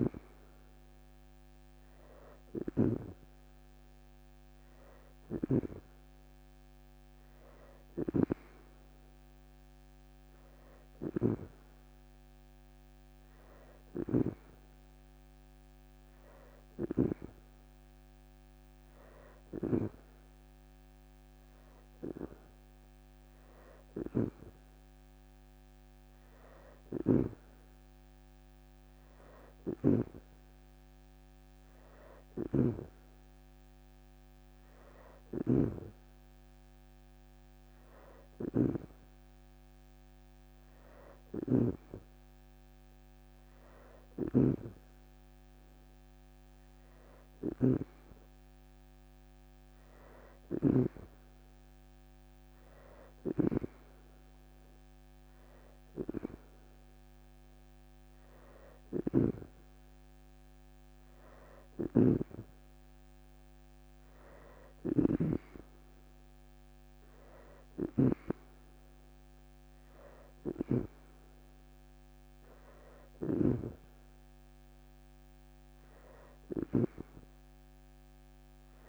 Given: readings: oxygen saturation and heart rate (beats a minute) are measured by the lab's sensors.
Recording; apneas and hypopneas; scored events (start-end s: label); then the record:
breathing in sleep by a microphone on the trachea; none
0.00-2.50 s: snoring (device-marked)
4.50-14.00 s: snoring (device-marked)
28.50-30.50 s: leg movement (device-marked)
29.00-50.50 s: snoring (device-marked)
31.00-32.50 s: leg movement (device-marked)
39.00-40.50 s: leg movement (device-marked)
45.50-47.50 s: leg movement (device-marked)
51.50-52.50 s: leg movement (device-marked)
52.50-53.50 s: leg movement (device-marked)
52.50-59.00 s: snoring (device-marked)
54.00-55.50 s: leg movement (device-marked)
61.00-78.89 s: snoring (device-marked)
From the record:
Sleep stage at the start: N2 (light sleep); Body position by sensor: on the back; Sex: female